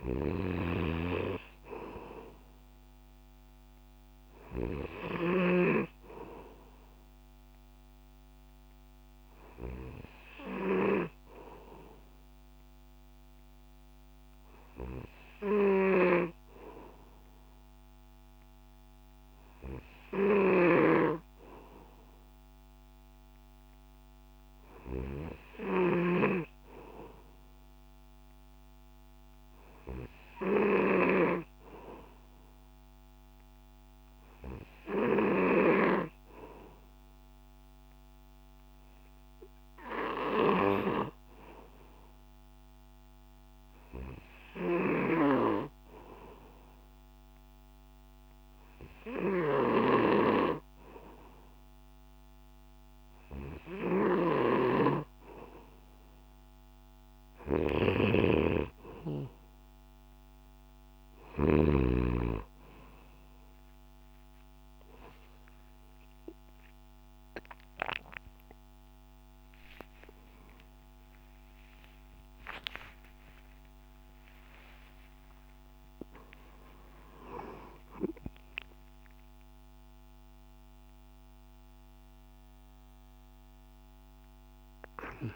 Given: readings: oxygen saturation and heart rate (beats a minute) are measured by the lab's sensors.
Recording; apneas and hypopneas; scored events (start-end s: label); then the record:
breathing in sleep by a microphone on the trachea; 1
0.00-5.50 s: snoring (device-marked)
15.50-36.00 s: snoring (device-marked)
43.50-57.50 s: hypopnea (oxygen 96% before, 93% lowest, heart rate 64 before, 63 extreme, up 9 after)
44.50-61.50 s: snoring (device-marked)
69.50-74.50 s: arousal
73.00-85.36 s: new sleep stage, N1 (lightest sleep)
From the record:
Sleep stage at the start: N2 (light sleep); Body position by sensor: on the back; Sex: male